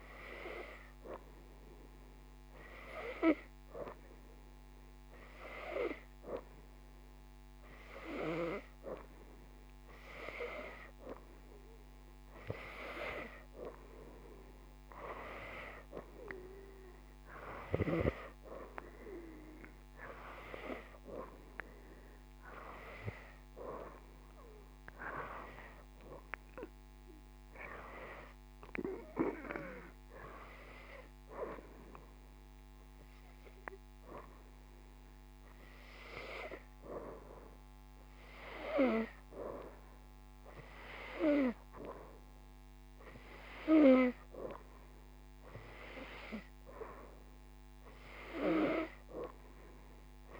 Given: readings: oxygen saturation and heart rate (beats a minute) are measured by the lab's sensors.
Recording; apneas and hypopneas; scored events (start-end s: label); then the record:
breathing in sleep by a microphone on the trachea; none
none scored
From the record:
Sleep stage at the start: N2 (light sleep); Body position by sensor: upright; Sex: female